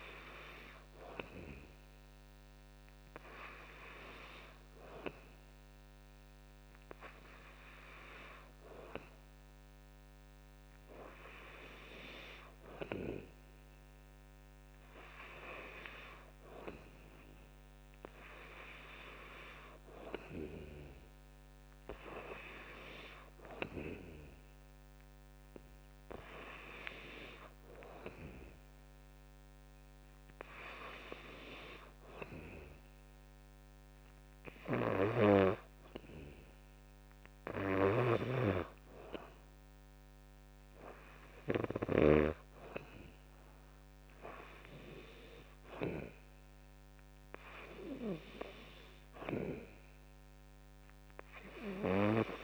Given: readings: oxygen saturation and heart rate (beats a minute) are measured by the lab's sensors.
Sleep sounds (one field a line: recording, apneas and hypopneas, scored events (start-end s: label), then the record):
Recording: breathing in sleep by a microphone on the trachea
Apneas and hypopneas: none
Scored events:
0.00-14.00 s: oxygen desaturation (device-marked, oxygen 92% lowest, heart rate 55 extreme)
37.50-42.00 s: snoring (device-marked)
From the record:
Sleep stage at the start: N2 (light sleep)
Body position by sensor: on the back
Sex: male